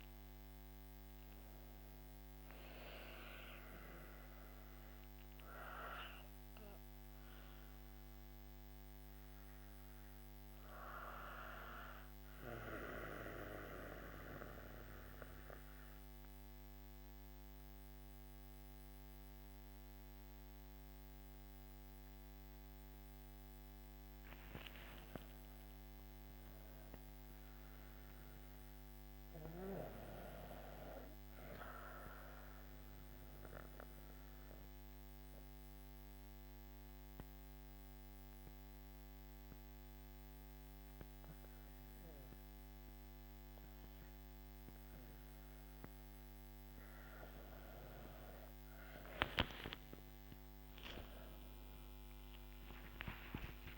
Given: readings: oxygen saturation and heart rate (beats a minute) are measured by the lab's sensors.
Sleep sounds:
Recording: breathing in sleep by a microphone on the trachea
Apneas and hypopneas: 2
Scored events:
0.00-11.00 s: oxygen desaturation (device-marked, oxygen 89% lowest, heart rate 51 extreme)
4.00-22.50 s: obstructive apnea (oxygen 99% before, 89% lowest, heart rate 63 before, 47 extreme, up 6 after)
24.00-28.00 s: arousal
33.50-45.50 s: obstructive apnea (oxygen 99% before, 92% lowest, heart rate 54 before, 47 extreme, up 28 after)
49.00-53.50 s: arousal
50.00-52.00 s: long interval between heartbeats (device-marked, heart rate 51 before, 69 extreme)
From the record:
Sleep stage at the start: REM sleep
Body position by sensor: on the back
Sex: female

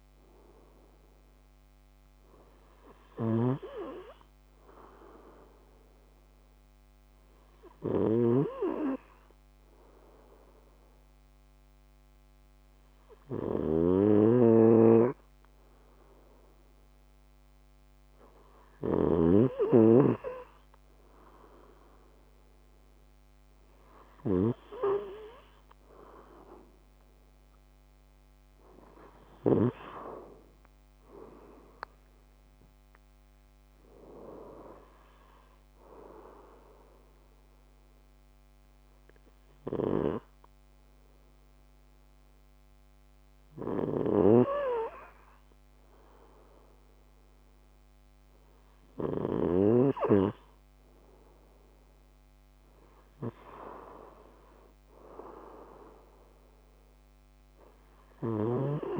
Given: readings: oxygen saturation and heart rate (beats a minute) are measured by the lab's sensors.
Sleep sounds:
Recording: a person awake in a sleep study, by a microphone on the trachea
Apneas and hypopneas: none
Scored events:
0.00-18.50 s: snoring (device-marked)
43.00-49.00 s: snoring (device-marked)
44.50-59.00 s: new sleep stage, N2 (light sleep)
57.50-59.00 s: snoring (device-marked)
From the record:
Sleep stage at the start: awake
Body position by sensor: on the left side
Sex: male

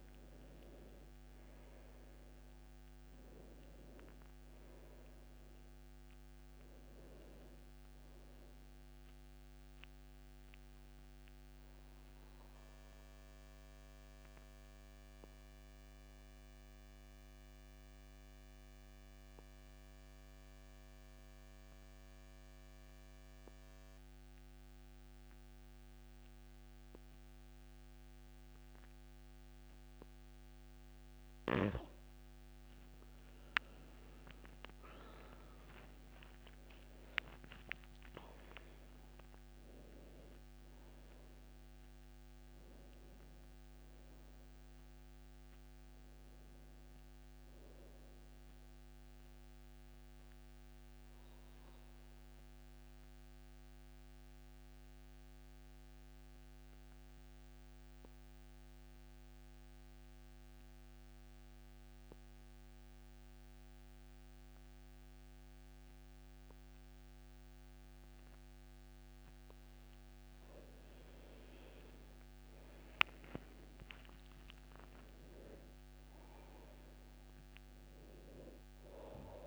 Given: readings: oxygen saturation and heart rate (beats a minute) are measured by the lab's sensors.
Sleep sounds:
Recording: breathing in sleep by a microphone on the trachea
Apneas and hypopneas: 2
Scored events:
0.00-17.00 s: oxygen desaturation (device-marked, oxygen 84% lowest, heart rate 70 extreme)
10.50-31.00 s: obstructive apnea (oxygen 98% before, 82% lowest, heart rate 77 before, 70 extreme, up 10 after)
32.00-54.00 s: oxygen desaturation (device-marked, oxygen 99% before, 82% lowest, heart rate 73 before, 69 extreme)
33.50-37.00 s: arousal
49.50-69.00 s: obstructive apnea (oxygen 100% before, 83% lowest, heart rate 78 before, 69 extreme, up 12 after)
70.50-74.50 s: arousal
71.00-79.47 s: oxygen desaturation (device-marked, oxygen 99% before, 84% lowest, heart rate 72 before, 69 extreme)
From the record:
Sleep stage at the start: N2 (light sleep)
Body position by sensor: on the back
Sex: male

